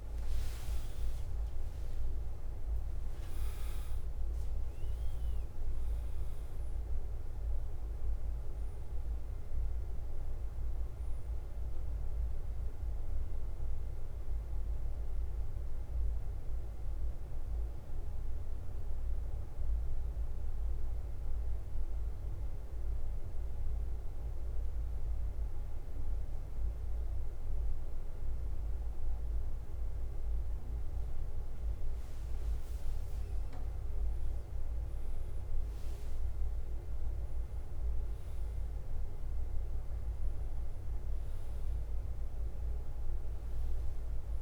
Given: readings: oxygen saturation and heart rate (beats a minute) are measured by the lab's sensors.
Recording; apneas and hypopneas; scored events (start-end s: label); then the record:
breathing in sleep, hard to hear, by a room microphone; 1
0.00-2.50 s: arousal
0.00-44.42 s: bradycardia (device-marked, heart rate 43 extreme)
15.00-32.00 s: central apnea (oxygen 100% before, 96% lowest, heart rate 51 before, 43 extreme, up 16 after)
33.50-38.50 s: arousal
From the record:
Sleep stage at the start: N2 (light sleep); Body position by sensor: on the back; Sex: male